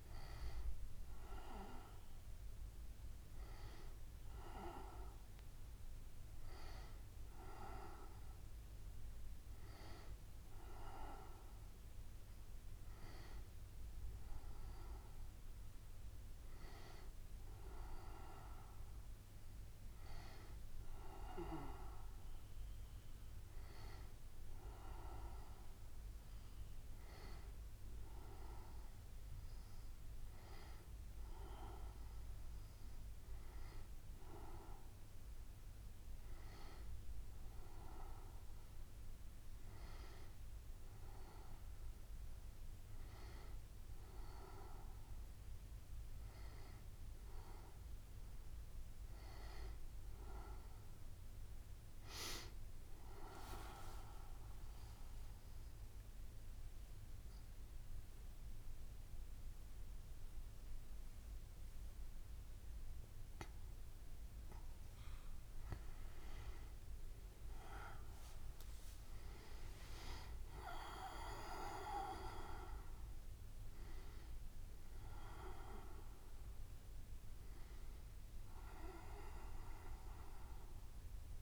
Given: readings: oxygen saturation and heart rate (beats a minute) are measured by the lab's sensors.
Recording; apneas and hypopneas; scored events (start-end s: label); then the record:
breathing in sleep by a room microphone; 1
53.50-66.00 s: mixed apnea (oxygen 95% before, 90% lowest, heart rate 74 before, 69 extreme, up 9 after)
68.00-72.50 s: arousal
77.50-81.42 s: oxygen desaturation (device-marked, oxygen 95% before, 90% lowest, heart rate 73 before, 70 extreme)
From the record:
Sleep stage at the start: N2 (light sleep); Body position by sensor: on the back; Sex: female